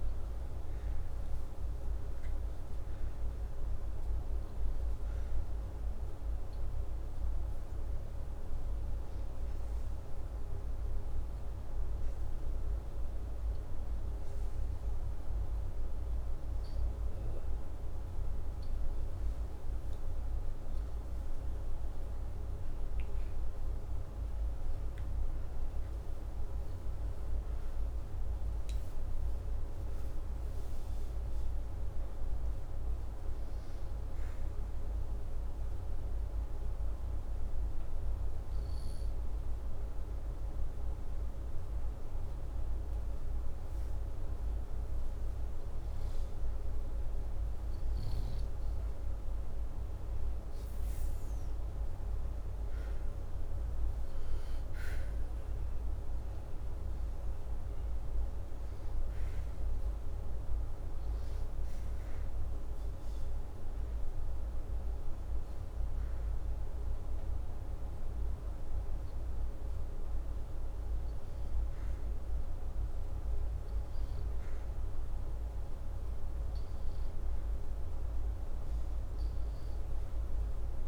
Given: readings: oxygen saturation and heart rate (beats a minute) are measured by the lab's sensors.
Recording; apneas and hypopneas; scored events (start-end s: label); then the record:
breathing in sleep, hard to hear, by a room microphone; 1
31.50-34.50 s: arousal
36.00-46.00 s: obstructive apnea (oxygen 97% before, 92% lowest, heart rate 85 before, 81 extreme, up 2 after)
48.00-51.50 s: arousal
58.50-68.50 s: oxygen desaturation (device-marked, oxygen 96% before, 92% lowest, heart rate 84 before, 82 extreme)
From the record:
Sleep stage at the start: N2 (light sleep); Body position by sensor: upright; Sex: male